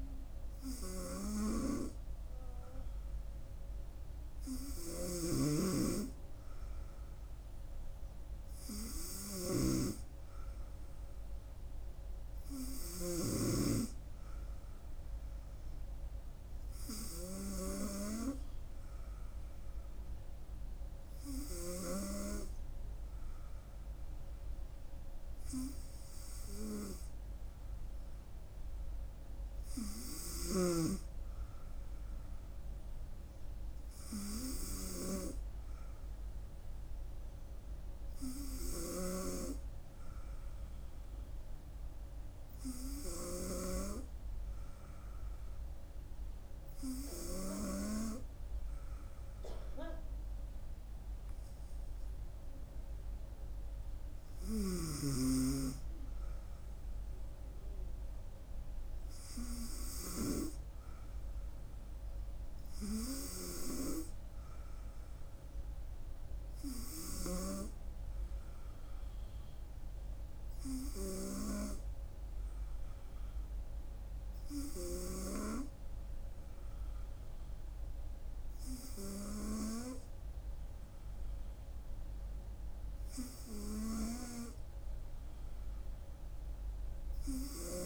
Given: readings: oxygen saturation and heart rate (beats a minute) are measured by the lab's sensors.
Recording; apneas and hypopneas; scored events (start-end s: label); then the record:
breathing in sleep by a room microphone; none
none scored
From the record:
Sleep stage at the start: N3 (deep sleep); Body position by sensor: on the right side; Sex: female